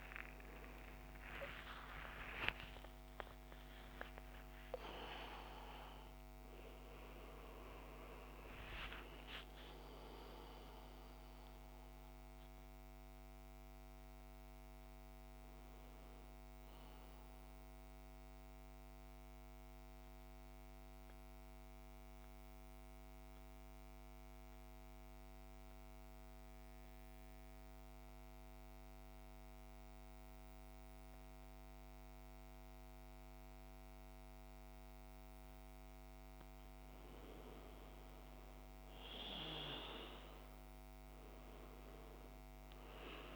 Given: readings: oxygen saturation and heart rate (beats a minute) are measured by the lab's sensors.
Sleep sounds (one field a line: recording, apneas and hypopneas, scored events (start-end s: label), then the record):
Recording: breathing in sleep by a microphone on the trachea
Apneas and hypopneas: 1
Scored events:
1.00-9.00 s: arousal
18.00-35.00 s: central apnea (oxygen 99% before, 86% lowest, heart rate 76 before, 50 extreme, up 11 after)
37.50-40.00 s: arousal
38.50-43.36 s: oxygen desaturation (device-marked, oxygen 99% before, 88% lowest, heart rate 57 before, 50 extreme)
From the record:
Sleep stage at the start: N2 (light sleep)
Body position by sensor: on the back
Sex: male